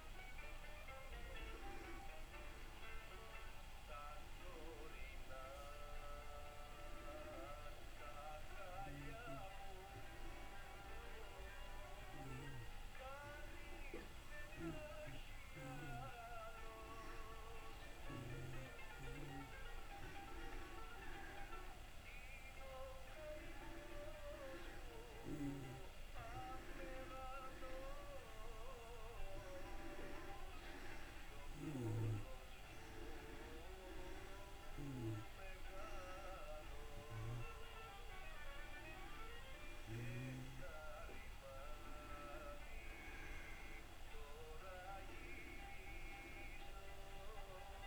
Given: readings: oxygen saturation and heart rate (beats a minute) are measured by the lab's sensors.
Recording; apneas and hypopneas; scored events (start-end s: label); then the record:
a person partly awake in a sleep study, by a room microphone; 1
5.50-47.87 s: new sleep stage, N2 (light sleep)
9.00-21.50 s: hypopnea (oxygen 92% before, 89% lowest)
24.00-28.00 s: arousal
37.50-47.87 s: oxygen desaturation (device-marked, oxygen 93% before, 89% lowest)
From the record:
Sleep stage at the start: awake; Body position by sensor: on the back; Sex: female